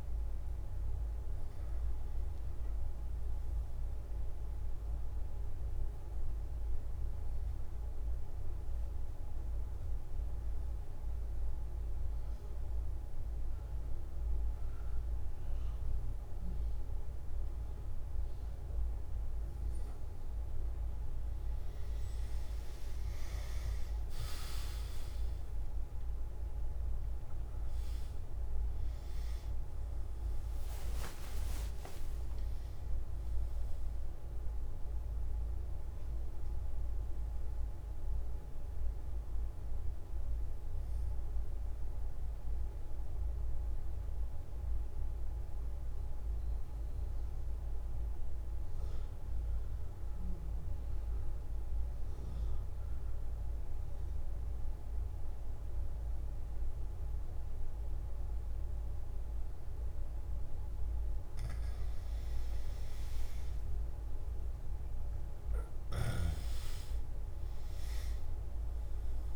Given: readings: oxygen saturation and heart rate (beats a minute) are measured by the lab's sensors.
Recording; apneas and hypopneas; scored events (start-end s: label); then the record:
breathing in sleep, hard to hear, by a room microphone; 2
9.00-21.50 s: obstructive apnea (oxygen 98% before, 94% lowest)
46.50-60.50 s: obstructive apnea (oxygen 97% before, 93% lowest)
From the record:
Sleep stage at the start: N2 (light sleep); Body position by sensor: on the back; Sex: male